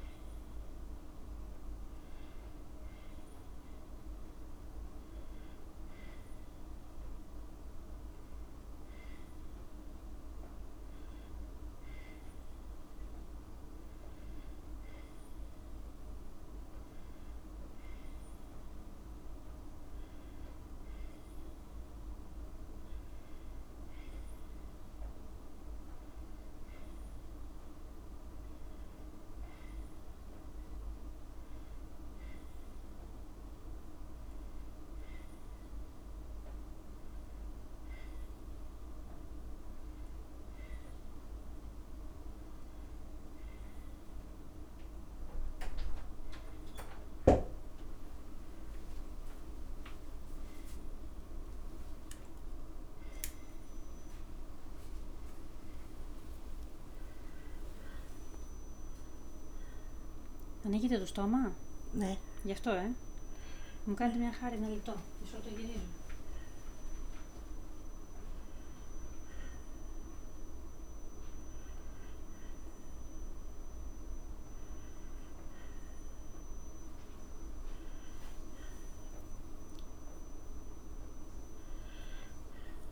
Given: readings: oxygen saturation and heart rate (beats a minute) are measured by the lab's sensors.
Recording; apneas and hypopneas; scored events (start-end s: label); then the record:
a person awake in a sleep study, hard to hear, by a room microphone; none
none scored
From the record:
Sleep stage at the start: awake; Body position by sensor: on the back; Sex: female